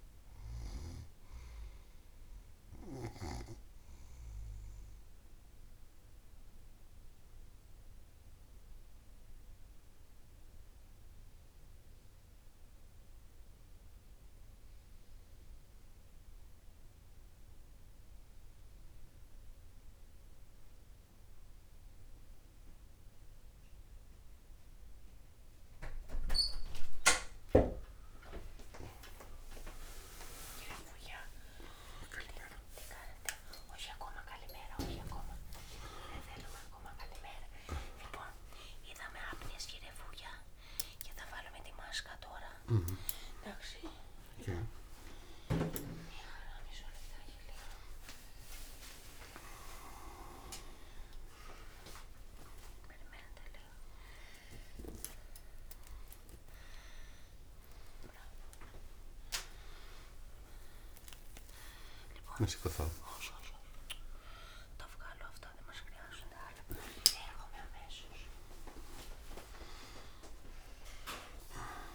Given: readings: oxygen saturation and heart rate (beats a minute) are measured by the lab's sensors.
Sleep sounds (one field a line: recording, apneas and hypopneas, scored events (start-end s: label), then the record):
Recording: a person awake in a sleep study, by a room microphone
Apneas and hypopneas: 1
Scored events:
0.00-17.50 s: oxygen desaturation (device-marked, oxygen 91% lowest)
4.50-27.00 s: obstructive apnea
14.50-71.95 s: new sleep stage, awake
32.50-34.50 s: long interval between heartbeats (device-marked)
33.50-48.50 s: oxygen desaturation (device-marked, oxygen 98% before, 94% lowest)
35.50-37.50 s: long interval between heartbeats (device-marked)
37.50-39.50 s: long interval between heartbeats (device-marked)
56.00-58.00 s: long interval between heartbeats (device-marked)
From the record:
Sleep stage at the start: N2 (light sleep)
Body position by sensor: on the back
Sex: male